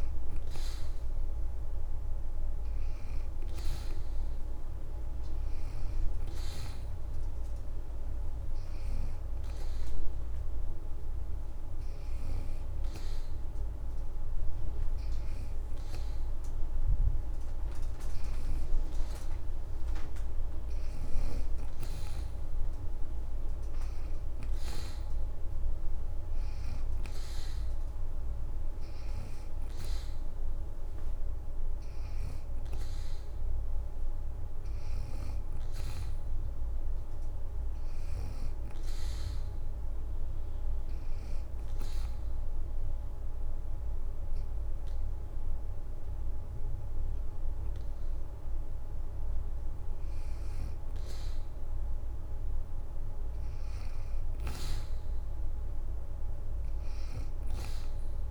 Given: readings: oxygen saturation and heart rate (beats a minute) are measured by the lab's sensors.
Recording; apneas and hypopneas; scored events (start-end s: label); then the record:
breathing in sleep, hard to hear, by a room microphone; 2
0.50-5.00 s: arousal
8.00-17.00 s: oxygen desaturation (device-marked, oxygen 88% before, 83% lowest, heart rate 75 before, 70 extreme)
9.50-21.00 s: hypopnea (oxygen 88% before, 80% lowest, heart rate 75 before, 70 extreme, up 13 after)
25.00-28.00 s: arousal
39.50-50.50 s: obstructive apnea (oxygen 89% before, 80% lowest, heart rate 78 before, 69 extreme, up 1 after)
52.50-55.50 s: arousal
52.50-58.31 s: leg movement (device-marked)
From the record:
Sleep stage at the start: N2 (light sleep); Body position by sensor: on the back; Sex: female